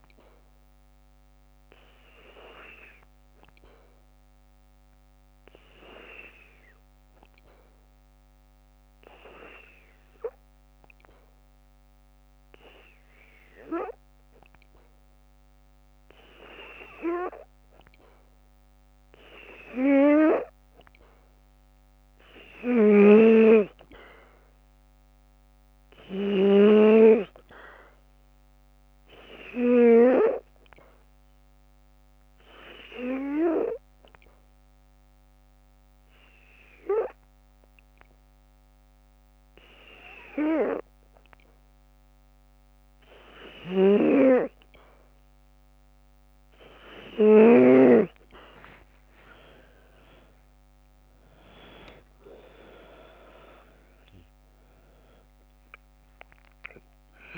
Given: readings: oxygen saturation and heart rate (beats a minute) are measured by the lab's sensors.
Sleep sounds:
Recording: breathing in sleep by a microphone on the trachea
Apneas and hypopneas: 2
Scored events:
1.00-14.00 s: hypopnea (oxygen 94% before, 89% lowest, heart rate 56 before, 55 extreme, up 4 after)
14.00-44.00 s: oxygen desaturation (device-marked, oxygen 95% before, 91% lowest, heart rate 55 before, 49 extreme)
16.50-20.00 s: arousal
32.50-42.50 s: obstructive apnea (oxygen 95% before, 89% lowest, heart rate 57 before, 51 extreme, up 3 after)
46.50-51.00 s: arousal
56.00-57.38 s: oxygen desaturation (device-marked, oxygen 93% before, 89% lowest, heart rate 57 before, 49 extreme)
From the record:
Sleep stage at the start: N2 (light sleep)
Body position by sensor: on the back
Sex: female

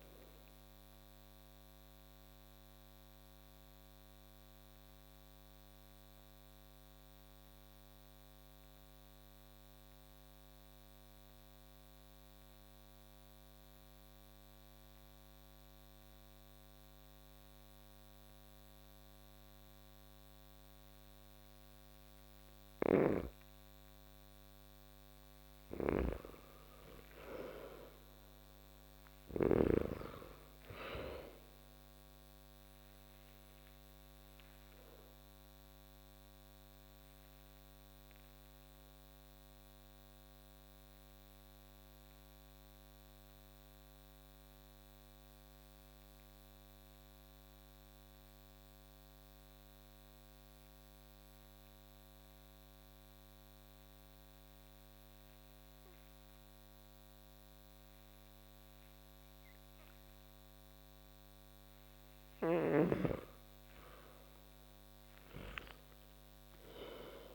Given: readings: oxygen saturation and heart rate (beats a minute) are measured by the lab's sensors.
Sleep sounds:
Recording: breathing in sleep by a microphone on the trachea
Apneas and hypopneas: 2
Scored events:
0.00-18.00 s: oxygen desaturation (device-marked, oxygen 84% lowest)
2.00-23.00 s: mixed apnea (oxygen 96% before, 84% lowest)
25.00-29.00 s: snoring (device-marked)
26.50-30.00 s: arousal
32.00-54.00 s: oxygen desaturation (device-marked, oxygen 98% before, 85% lowest)
35.50-61.00 s: obstructive apnea (oxygen 98% before, 83% lowest)
62.00-67.35 s: snoring (device-marked)
64.00-67.35 s: arousal
From the record:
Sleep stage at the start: N2 (light sleep)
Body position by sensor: on the back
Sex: male

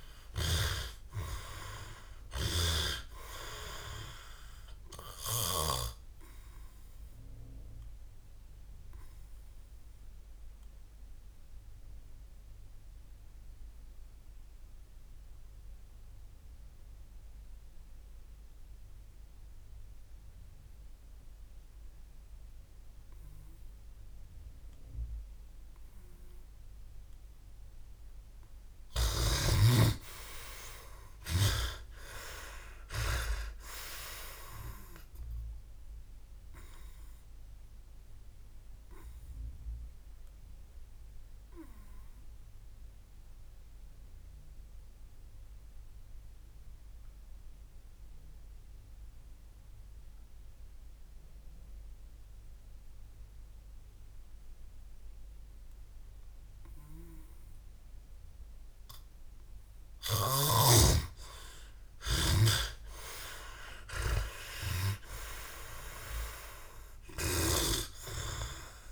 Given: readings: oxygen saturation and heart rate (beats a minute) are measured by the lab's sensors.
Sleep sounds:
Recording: breathing in sleep by a room microphone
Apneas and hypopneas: 2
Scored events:
0.00-2.50 s: arousal
0.00-3.50 s: oxygen desaturation (device-marked, oxygen 94% lowest, heart rate 56 extreme)
10.00-26.00 s: obstructive apnea (oxygen 98% before, 93% lowest, heart rate 67 before, 58 extreme, up 34 after)
29.50-34.00 s: arousal
41.50-57.50 s: obstructive apnea (oxygen 97% before, 94% lowest, heart rate 70 before, 54 extreme, up 25 after)
61.00-65.50 s: arousal
61.50-64.50 s: oxygen desaturation (device-marked, oxygen 98% before, 94% lowest, heart rate 58 before, 57 extreme)
From the record:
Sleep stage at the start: N2 (light sleep)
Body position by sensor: on the back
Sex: male

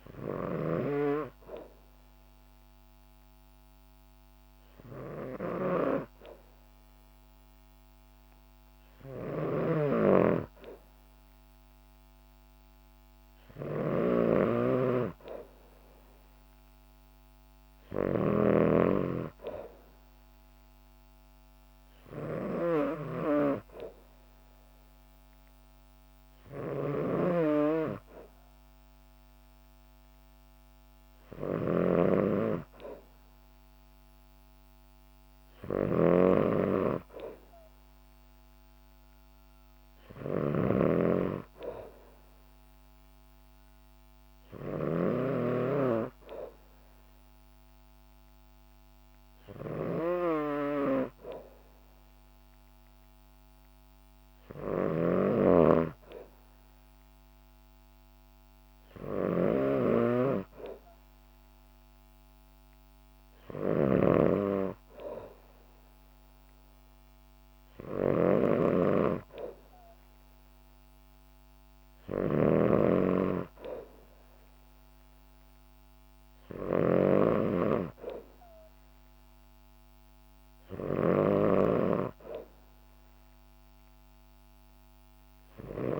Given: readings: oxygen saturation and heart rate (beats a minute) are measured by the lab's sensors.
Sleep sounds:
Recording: breathing in sleep by a microphone on the trachea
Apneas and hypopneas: none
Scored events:
0.00-86.00 s: snoring (device-marked)
From the record:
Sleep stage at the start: N2 (light sleep)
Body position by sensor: on the back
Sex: female

